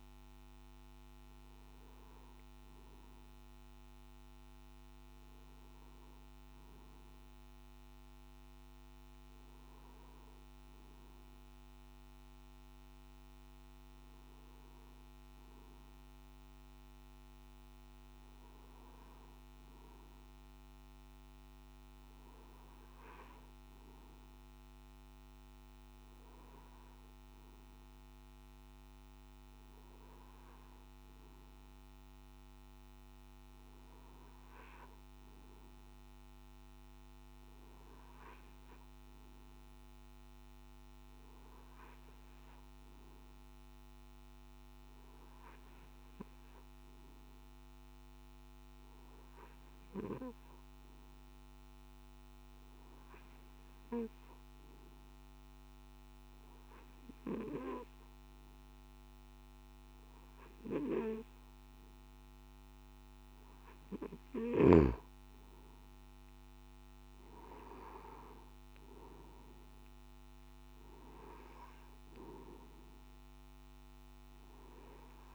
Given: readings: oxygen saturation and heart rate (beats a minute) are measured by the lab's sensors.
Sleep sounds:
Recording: breathing in sleep by a microphone on the trachea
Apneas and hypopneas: none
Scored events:
none scored
From the record:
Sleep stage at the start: N2 (light sleep)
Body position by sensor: on the back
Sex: male

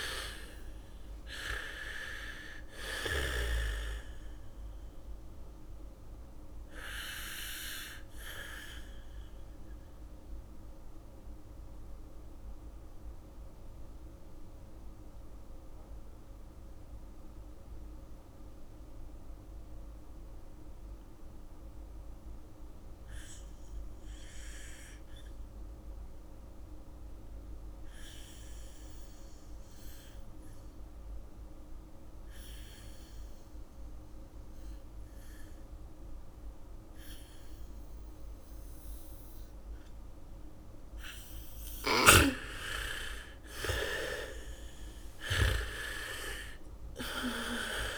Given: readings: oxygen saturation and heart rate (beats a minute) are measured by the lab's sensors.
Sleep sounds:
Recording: breathing in sleep by a room microphone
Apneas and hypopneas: 1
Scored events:
0.00-1.50 s: bradycardia (device-marked, heart rate 45 extreme)
0.00-22.50 s: oxygen desaturation (device-marked, oxygen 80% lowest, heart rate 45 extreme)
8.50-40.50 s: mixed apnea (oxygen 98% before, 77% lowest, heart rate 63 before, 43 extreme)
32.50-47.98 s: oxygen desaturation (device-marked, oxygen 99% before, 77% lowest, heart rate 75 before, 43 extreme)
37.50-46.50 s: bradycardia (device-marked, heart rate 69 before, 45 extreme)
41.50-46.00 s: arousal
From the record:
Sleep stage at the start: N2 (light sleep)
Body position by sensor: on the back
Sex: female

